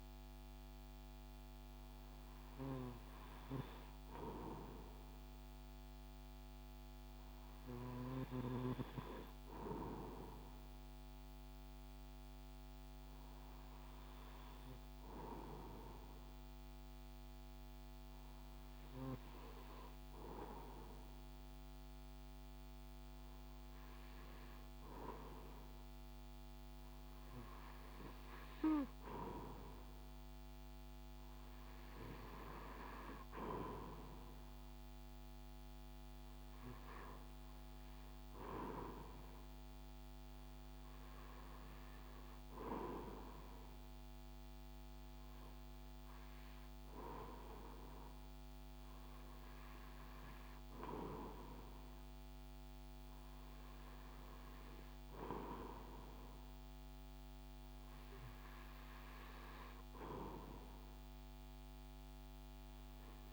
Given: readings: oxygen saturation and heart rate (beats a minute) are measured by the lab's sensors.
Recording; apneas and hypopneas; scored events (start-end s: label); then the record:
breathing in sleep by a microphone on the trachea; none
none scored
From the record:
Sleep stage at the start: REM sleep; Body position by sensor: on the right side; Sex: male